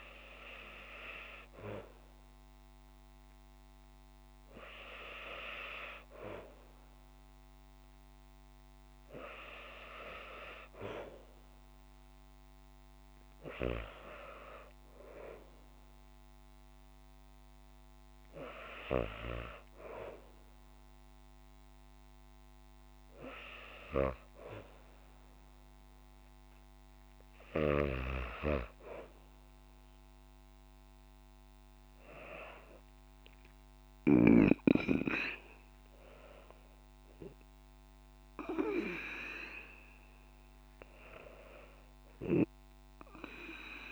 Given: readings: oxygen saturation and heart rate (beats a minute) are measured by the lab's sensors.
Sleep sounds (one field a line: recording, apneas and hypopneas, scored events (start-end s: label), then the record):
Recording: breathing in sleep by a microphone on the trachea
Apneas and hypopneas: none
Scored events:
none scored
From the record:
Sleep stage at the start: N2 (light sleep)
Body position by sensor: on the back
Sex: female